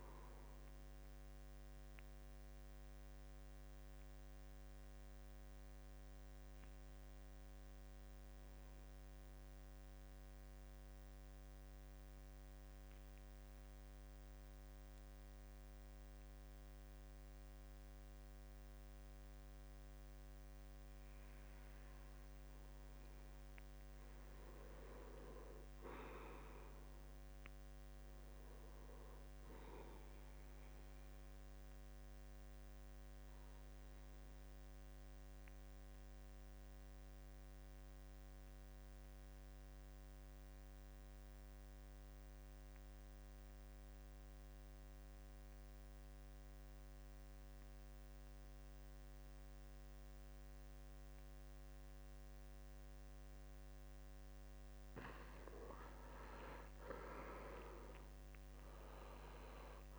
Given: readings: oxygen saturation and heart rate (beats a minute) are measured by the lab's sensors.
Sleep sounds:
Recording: breathing in sleep by a microphone on the trachea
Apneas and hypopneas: 2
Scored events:
0.00-7.50 s: oxygen desaturation (device-marked, oxygen 80% lowest, heart rate 66 extreme)
1.00-22.00 s: mixed apnea (oxygen 92% before, 78% lowest, heart rate 76 before, 67 extreme, up 3 after)
20.50-45.50 s: oxygen desaturation (device-marked, oxygen 98% before, 85% lowest, heart rate 69 before, 69 extreme)
23.50-26.50 s: arousal
32.00-53.00 s: obstructive apnea (oxygen 98% before, 78% lowest, heart rate 71 before, 68 extreme, up 5 after)
47.50-59.99 s: oxygen desaturation (device-marked, oxygen 92% before, 78% lowest, heart rate 71 before, 67 extreme)
56.50-59.99 s: arousal
From the record:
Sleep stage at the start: N2 (light sleep)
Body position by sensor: on the back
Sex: male

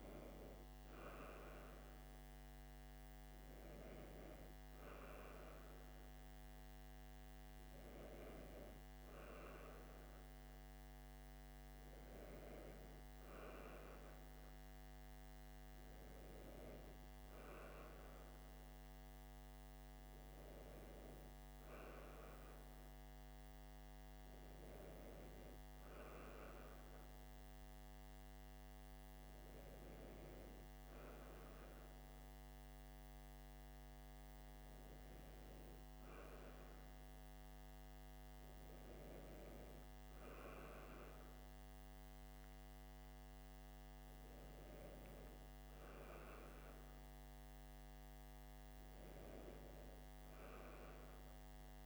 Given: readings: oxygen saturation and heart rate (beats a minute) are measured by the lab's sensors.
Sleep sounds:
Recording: a person awake in a sleep study, by a microphone on the trachea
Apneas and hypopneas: none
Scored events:
none scored
From the record:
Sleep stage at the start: awake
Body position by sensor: on the back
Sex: male

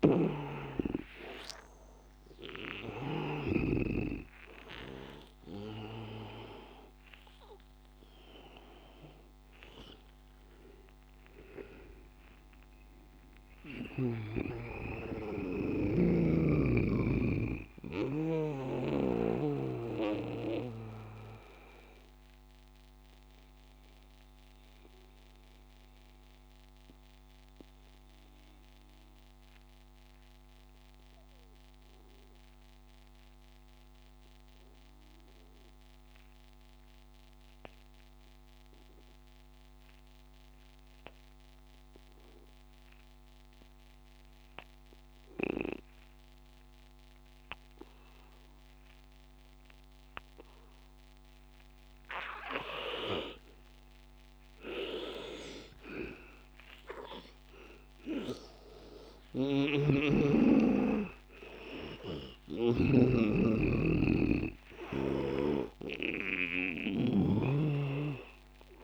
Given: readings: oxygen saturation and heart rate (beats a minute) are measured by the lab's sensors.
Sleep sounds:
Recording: breathing in sleep by a microphone on the trachea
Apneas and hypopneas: 1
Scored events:
0.00-3.50 s: snoring (device-marked)
0.00-23.00 s: oxygen desaturation (device-marked, oxygen 86% lowest, heart rate 79 extreme)
12.00-15.00 s: arousal
17.00-59.00 s: obstructive apnea (oxygen 98% before, 79% lowest, heart rate 95 before, 79 extreme, up 15 after)
37.00-68.84 s: oxygen desaturation (device-marked, oxygen 100% before, 81% lowest, heart rate 87 before, 78 extreme)
59.50-63.00 s: snoring (device-marked)
61.00-64.50 s: arousal
67.50-68.84 s: snoring (device-marked)
From the record:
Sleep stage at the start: N2 (light sleep)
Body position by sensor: on the back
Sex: male

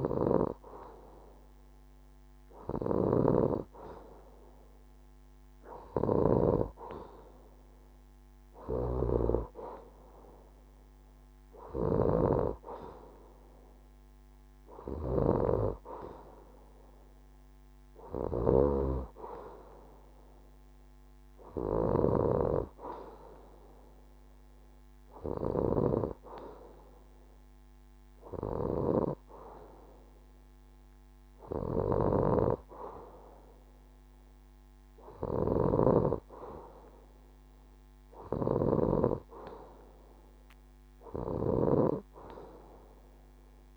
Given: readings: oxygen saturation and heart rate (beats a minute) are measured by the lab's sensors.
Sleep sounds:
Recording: breathing in sleep by a microphone on the trachea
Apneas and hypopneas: none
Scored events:
none scored
From the record:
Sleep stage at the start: N2 (light sleep)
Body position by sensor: on the left side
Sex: female

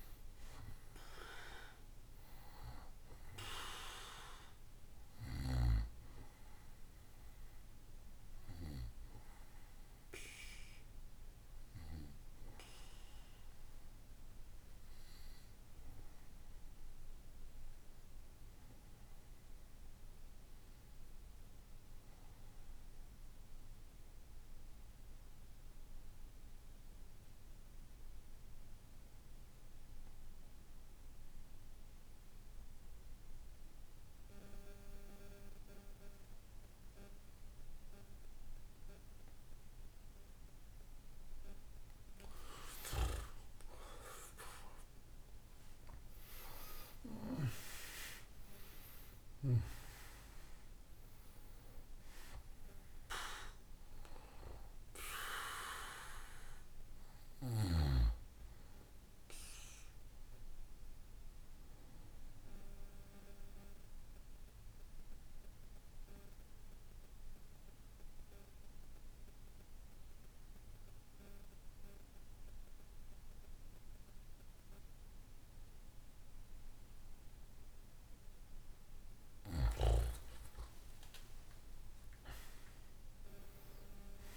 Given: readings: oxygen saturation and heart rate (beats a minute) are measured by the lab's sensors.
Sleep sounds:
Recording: breathing in sleep by a room microphone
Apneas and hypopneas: 2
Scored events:
0.00-22.50 s: oxygen desaturation (device-marked, oxygen 89% lowest, heart rate 58 extreme)
9.00-39.50 s: obstructive apnea (oxygen 99% before, 89% lowest, heart rate 74 before, 58 extreme, up 24 after)
41.50-46.00 s: arousal
42.50-70.50 s: oxygen desaturation (device-marked, oxygen 98% before, 90% lowest, heart rate 64 before, 58 extreme)
59.50-78.00 s: obstructive apnea (oxygen 98% before, 90% lowest, heart rate 76 before, 58 extreme, up 15 after)
80.00-84.00 s: arousal
From the record:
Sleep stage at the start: N2 (light sleep)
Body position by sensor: on the back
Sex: male

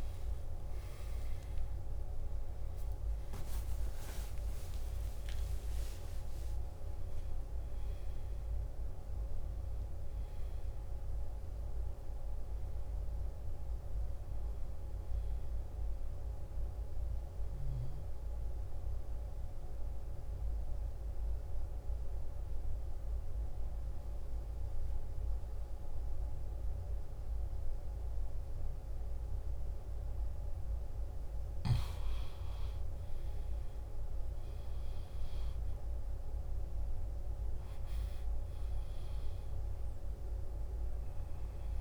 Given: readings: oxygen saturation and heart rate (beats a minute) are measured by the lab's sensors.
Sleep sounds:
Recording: breathing in sleep, hard to hear, by a room microphone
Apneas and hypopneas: 1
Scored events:
0.00-1.50 s: long interval between heartbeats (device-marked, heart rate 93 extreme)
7.00-10.00 s: oxygen desaturation (device-marked, oxygen 93% before, 90% lowest, heart rate 73 before, 53 extreme)
20.50-31.00 s: central apnea (oxygen 99% before, 90% lowest, heart rate 76 before, 53 extreme, up 18 after)
32.00-34.00 s: long interval between heartbeats (device-marked, heart rate 59 before, 65 extreme)
33.00-37.00 s: arousal
37.00-41.81 s: oxygen desaturation (device-marked, oxygen 99% before, 94% lowest, heart rate 59 before, 54 extreme)
From the record:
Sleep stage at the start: N2 (light sleep)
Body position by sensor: on the left side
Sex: male

